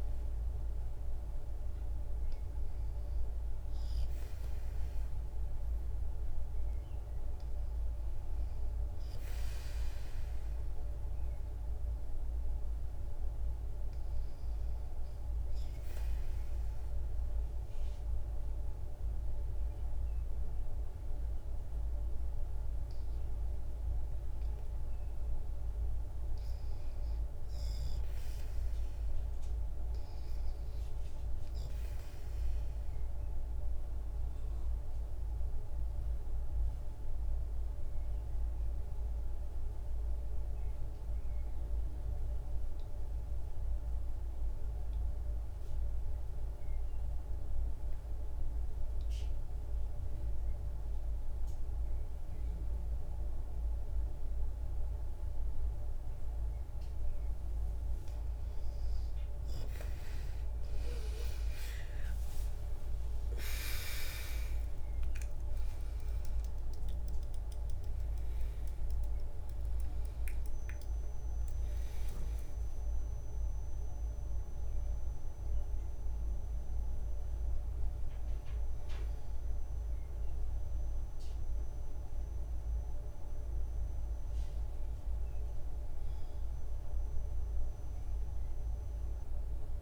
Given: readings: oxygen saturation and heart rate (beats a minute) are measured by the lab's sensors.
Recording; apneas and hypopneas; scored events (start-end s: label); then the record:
a person partly awake in a sleep study, hard to hear, by a room microphone; 2
15.00-25.00 s: obstructive apnea (oxygen 97% before, 84% lowest, heart rate 64 before, 61 extreme, up 2 after)
25.50-28.50 s: arousal
30.00-57.00 s: obstructive apnea (oxygen 97% before, 84% lowest, heart rate 62 before, 62 extreme)
50.50-86.50 s: oxygen desaturation (device-marked, oxygen 94% before, 84% lowest, heart rate 63 before, 59 extreme)
66.50-89.82 s: new sleep stage, awake
From the record:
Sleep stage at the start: REM sleep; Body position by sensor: on the back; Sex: female